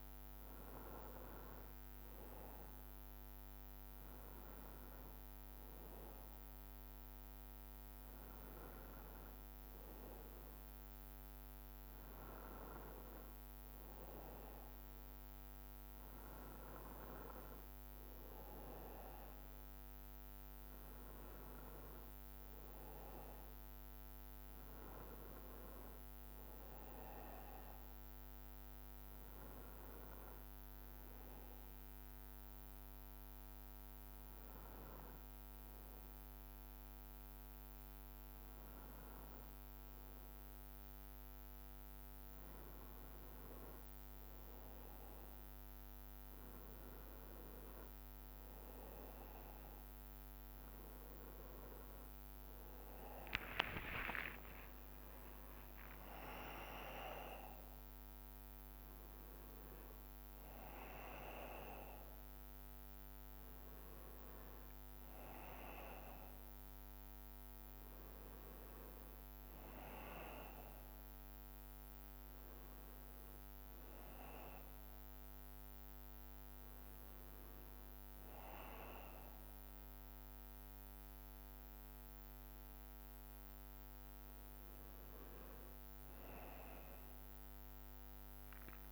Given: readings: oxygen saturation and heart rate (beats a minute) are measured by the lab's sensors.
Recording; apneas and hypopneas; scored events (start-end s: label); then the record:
breathing in sleep by a microphone on the trachea; 1
32.50-44.00 s: hypopnea (oxygen 92% before, 90% lowest)
53.00-57.50 s: arousal
62.00-88.91 s: new sleep stage, N2 (light sleep)
From the record:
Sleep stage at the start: N1 (lightest sleep); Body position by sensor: on the back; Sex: male